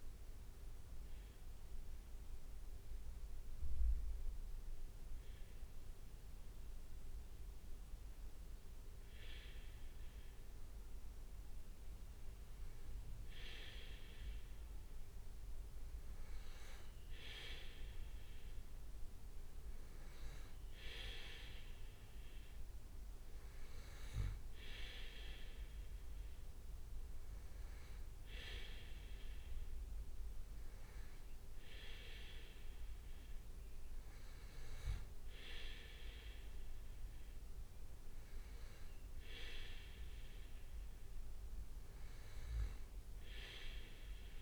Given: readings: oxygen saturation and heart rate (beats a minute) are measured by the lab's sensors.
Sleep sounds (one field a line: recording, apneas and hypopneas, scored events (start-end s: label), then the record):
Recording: breathing in sleep by a room microphone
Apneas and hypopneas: none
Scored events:
none scored
From the record:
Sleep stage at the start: N2 (light sleep)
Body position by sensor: on the back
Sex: male